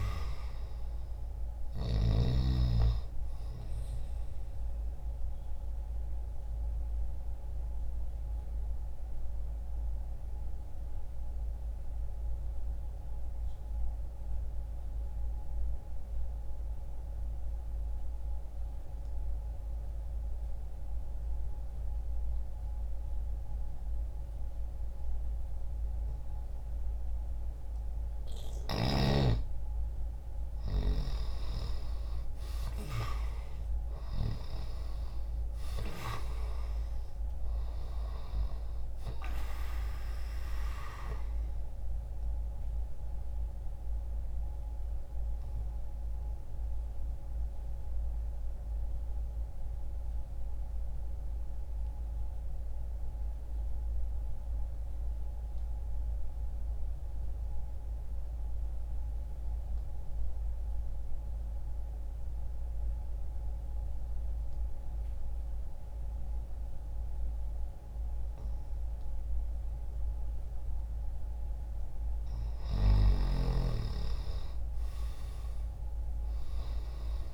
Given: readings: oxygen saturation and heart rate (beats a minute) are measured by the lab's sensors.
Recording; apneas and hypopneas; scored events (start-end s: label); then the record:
breathing in sleep by a room microphone; 2
0.00-9.50 s: oxygen desaturation (device-marked, oxygen 93% lowest, heart rate 60 extreme)
4.50-26.50 s: obstructive apnea (oxygen 98% before, 89% lowest, heart rate 60 before, 60 extreme, up 0 after)
19.50-28.50 s: oxygen desaturation (device-marked, oxygen 94% before, 89% lowest, heart rate 60 before, 60 extreme)
29.50-33.50 s: arousal
43.00-71.50 s: mixed apnea (oxygen 97% before, 89% lowest, heart rate 60 before, 60 extreme, up 0 after)
58.50-70.50 s: oxygen desaturation (device-marked, oxygen 95% before, 89% lowest, heart rate 60 before, 60 extreme)
73.00-77.34 s: arousal
From the record:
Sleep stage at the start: N2 (light sleep); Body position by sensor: on the back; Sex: male